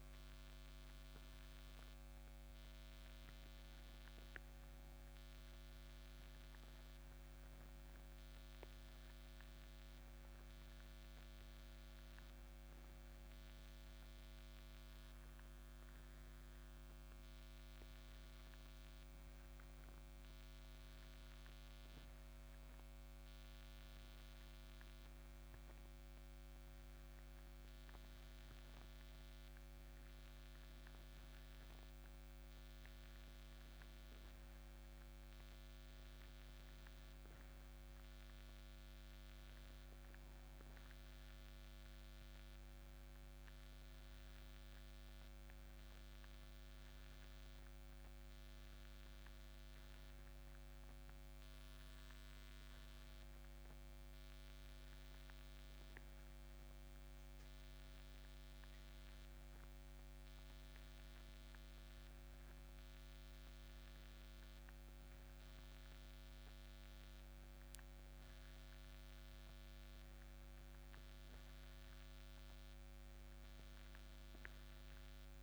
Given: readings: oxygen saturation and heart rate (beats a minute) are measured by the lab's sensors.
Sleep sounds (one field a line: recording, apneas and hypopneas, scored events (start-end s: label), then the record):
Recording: a person awake in a sleep study, hard to hear, by a microphone on the trachea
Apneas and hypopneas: none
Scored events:
60.00-75.43 s: new sleep stage, N2 (light sleep)
From the record:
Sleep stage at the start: awake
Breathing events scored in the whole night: 189 in 3.3 hours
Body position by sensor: on the back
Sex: male